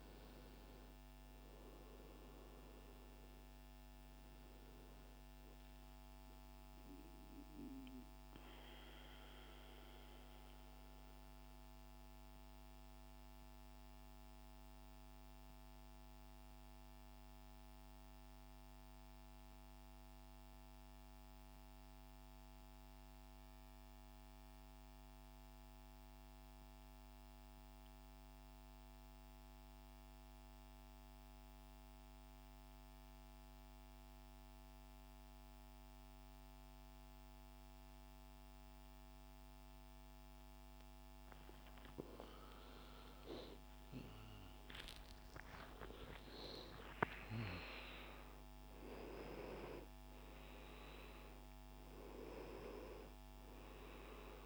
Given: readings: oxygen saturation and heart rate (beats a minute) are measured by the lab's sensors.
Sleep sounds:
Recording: breathing in sleep by a microphone on the trachea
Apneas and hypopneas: 1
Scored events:
0.00-17.50 s: oxygen desaturation (device-marked, oxygen 92% lowest)
5.50-41.50 s: mixed apnea (oxygen 99% before, 91% lowest)
37.50-54.46 s: oxygen desaturation (device-marked, oxygen 99% before, 91% lowest, heart rate 113 before, 39 extreme)
43.00-47.50 s: arousal
From the record:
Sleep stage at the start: N2 (light sleep)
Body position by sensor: on the right side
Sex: male

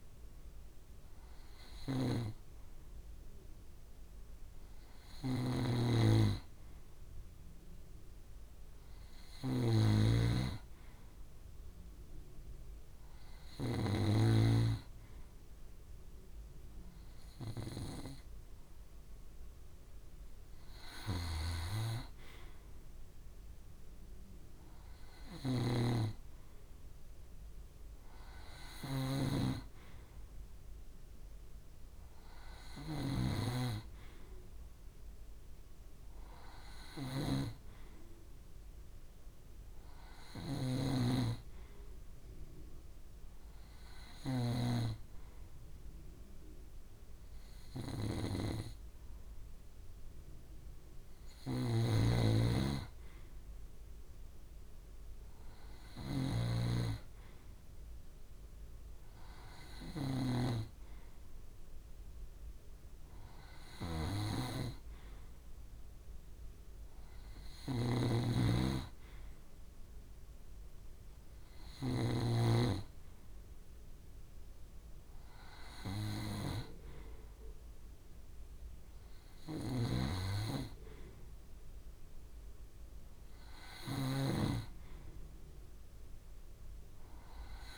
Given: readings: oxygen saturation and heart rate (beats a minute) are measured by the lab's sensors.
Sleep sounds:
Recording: breathing in sleep by a room microphone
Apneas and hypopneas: 1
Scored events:
0.00-9.50 s: oxygen desaturation (device-marked, oxygen 91% lowest, heart rate 56 extreme)
0.00-13.50 s: snoring (device-marked)
1.50-16.00 s: hypopnea (oxygen 97% before, 91% lowest, heart rate 65 before, 56 extreme, up 2 after)
18.00-21.50 s: arousal
25.00-72.00 s: snoring (device-marked)
79.00-84.00 s: snoring (device-marked)
From the record:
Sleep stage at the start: N2 (light sleep)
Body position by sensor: on the back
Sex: male

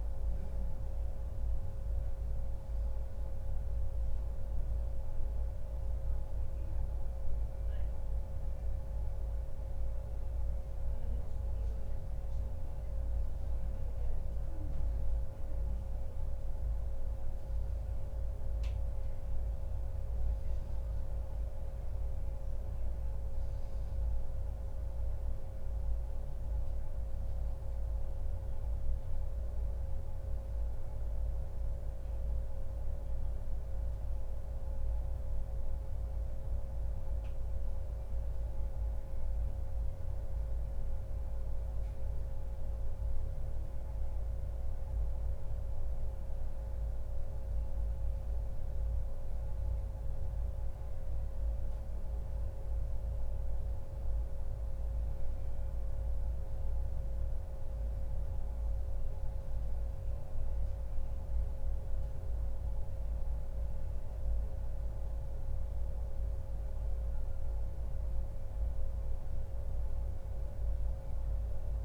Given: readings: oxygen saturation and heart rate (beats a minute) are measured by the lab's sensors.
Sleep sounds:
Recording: breathing in sleep, hard to hear, by a room microphone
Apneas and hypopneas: none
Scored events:
none scored
From the record:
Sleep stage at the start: N1 (lightest sleep)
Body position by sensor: on the back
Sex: male

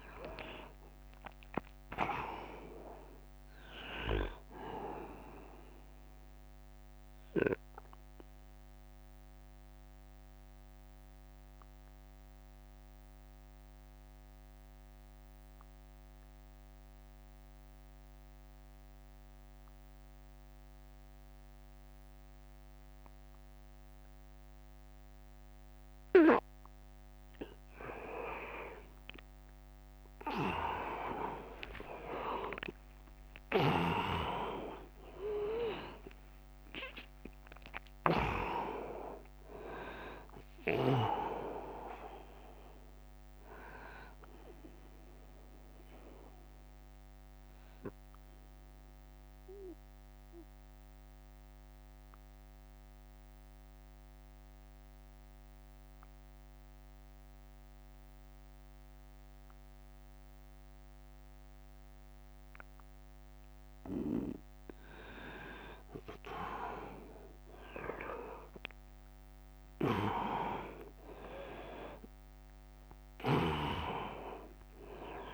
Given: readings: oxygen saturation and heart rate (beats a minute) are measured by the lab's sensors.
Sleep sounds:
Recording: breathing in sleep by a microphone on the trachea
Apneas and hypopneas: 2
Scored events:
0.00-7.50 s: drop in pulse transit time (device-marked, heart rate 78 extreme)
0.00-20.50 s: oxygen desaturation (device-marked, oxygen 96% lowest, heart rate 62 extreme)
5.00-26.00 s: obstructive apnea (oxygen 100% before, 92% lowest, heart rate 81 before, 62 extreme, up 34 after)
29.50-34.50 s: arousal
30.00-32.00 s: long interval between heartbeats (device-marked, heart rate 71 before, 84 extreme)
31.50-44.50 s: drop in pulse transit time (device-marked, heart rate 72 before, 84 extreme)
31.50-57.50 s: oxygen desaturation (device-marked, oxygen 100% before, 92% lowest, heart rate 72 before, 65 extreme)
44.00-62.50 s: obstructive apnea (oxygen 100% before, 92% lowest, heart rate 85 before, 65 extreme, up 12 after)
60.50-62.50 s: long interval between heartbeats (device-marked, heart rate 77 before, 65 extreme)
66.00-70.00 s: arousal
68.50-75.34 s: drop in pulse transit time (device-marked, heart rate 71 before, 71 extreme)
70.50-75.34 s: oxygen desaturation (device-marked, oxygen 100% before, 94% lowest, heart rate 72 before, 66 extreme)
74.00-75.34 s: long interval between heartbeats (device-marked, heart rate 72 before, 86 extreme)
From the record:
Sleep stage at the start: N2 (light sleep)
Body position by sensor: on the right side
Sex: male

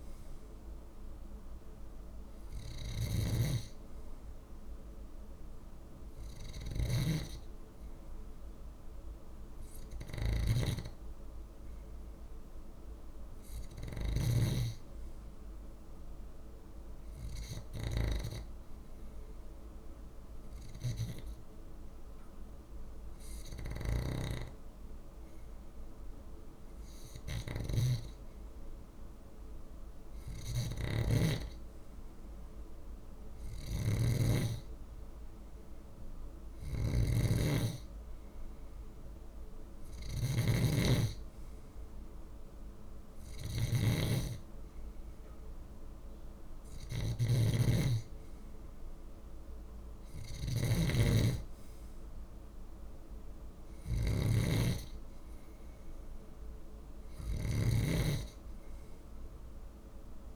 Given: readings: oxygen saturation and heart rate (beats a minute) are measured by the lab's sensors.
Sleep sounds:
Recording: breathing in sleep by a room microphone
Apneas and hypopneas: 1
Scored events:
0.00-60.36 s: snoring (device-marked)
16.00-27.00 s: obstructive apnea (oxygen 97% before, 94% lowest, heart rate 49 before, 49 extreme, up 1 after)
29.50-32.50 s: arousal
From the record:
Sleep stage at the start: N2 (light sleep)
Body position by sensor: on the left side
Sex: male

